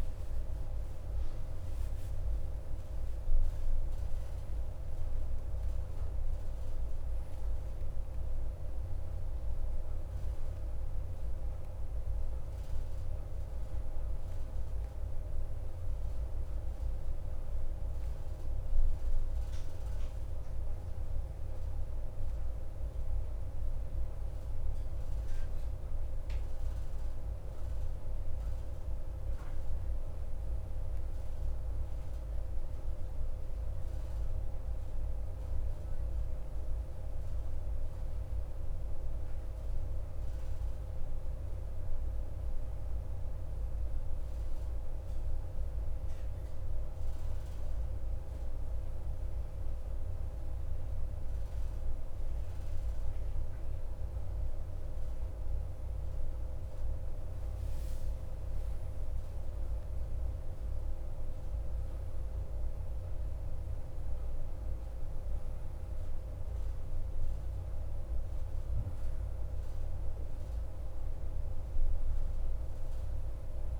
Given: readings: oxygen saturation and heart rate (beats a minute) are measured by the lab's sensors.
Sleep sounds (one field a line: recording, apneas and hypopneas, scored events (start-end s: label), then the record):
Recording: breathing in sleep, hard to hear, by a room microphone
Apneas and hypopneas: 1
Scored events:
0.00-2.50 s: arousal
0.00-9.00 s: oxygen desaturation (device-marked, oxygen 93% lowest, heart rate 55 extreme)
32.00-51.00 s: hypopnea (oxygen 94% before, 90% lowest, heart rate 56 before, 52 extreme, up 4 after)
52.50-57.50 s: arousal
From the record:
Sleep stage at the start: N1 (lightest sleep)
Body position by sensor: on the back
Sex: male